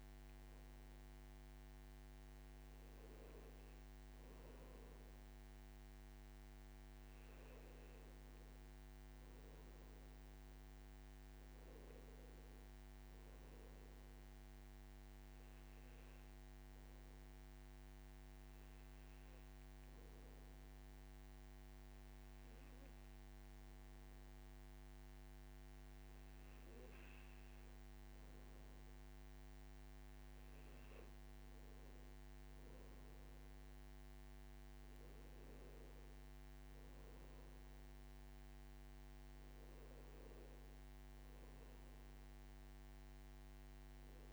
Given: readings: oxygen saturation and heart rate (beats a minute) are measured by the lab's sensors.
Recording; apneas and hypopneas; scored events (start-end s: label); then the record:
breathing in sleep, hard to hear, by a microphone on the trachea; none
none scored
From the record:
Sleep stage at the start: N2 (light sleep); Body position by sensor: on the back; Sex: male